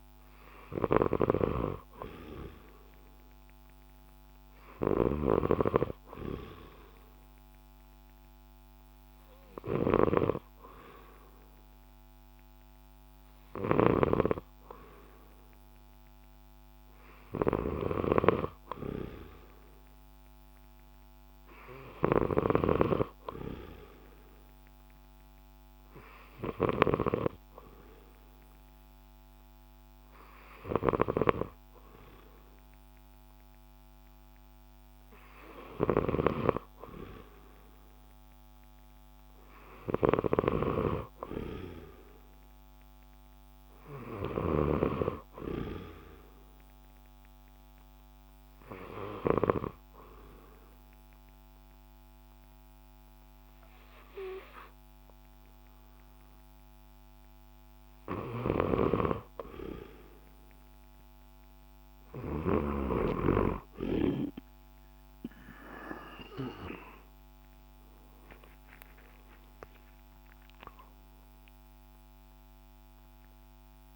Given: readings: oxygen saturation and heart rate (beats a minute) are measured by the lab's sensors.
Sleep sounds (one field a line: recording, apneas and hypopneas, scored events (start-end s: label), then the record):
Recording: breathing in sleep by a microphone on the trachea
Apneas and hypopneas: 2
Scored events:
0.00-23.00 s: snoring (device-marked)
1.50-20.50 s: oxygen desaturation (device-marked, oxygen 95% before, 89% lowest, heart rate 68 before, 64 extreme)
23.50-37.50 s: hypopnea (oxygen 95% before, 88% lowest, heart rate 68 before, 63 extreme, up 3 after)
31.00-50.00 s: snoring (device-marked)
40.00-44.00 s: arousal
49.50-60.00 s: obstructive apnea (oxygen 92% before, 87% lowest, heart rate 66 before, 62 extreme, up 8 after)
53.50-66.50 s: oxygen desaturation (device-marked, oxygen 92% before, 88% lowest, heart rate 66 before, 62 extreme)
58.50-63.00 s: snoring (device-marked)
64.50-73.96 s: drop in pulse transit time (device-marked, heart rate 65 before, 68 extreme)
66.50-71.50 s: arousal
72.50-73.96 s: oxygen desaturation (device-marked, oxygen 93% before, 89% lowest, heart rate 68 before, 62 extreme)
From the record:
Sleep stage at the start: N2 (light sleep)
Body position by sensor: on the left side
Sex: male